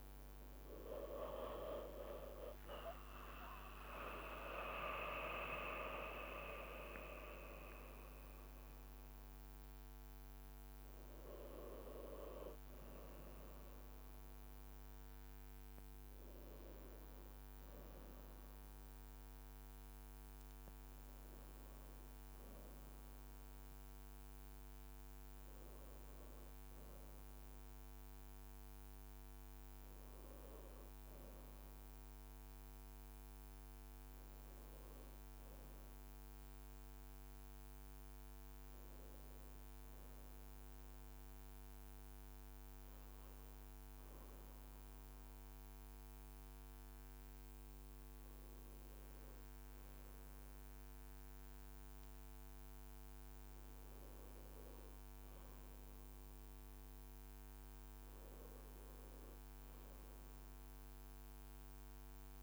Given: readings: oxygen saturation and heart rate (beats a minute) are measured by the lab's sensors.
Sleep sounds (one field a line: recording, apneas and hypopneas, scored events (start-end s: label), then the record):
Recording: breathing in sleep by a microphone on the trachea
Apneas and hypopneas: none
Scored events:
0.00-5.00 s: leg movement (device-marked)
52.50-57.50 s: arousal
59.50-62.43 s: leg movement (device-marked)
From the record:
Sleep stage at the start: N2 (light sleep)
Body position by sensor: on the right side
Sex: male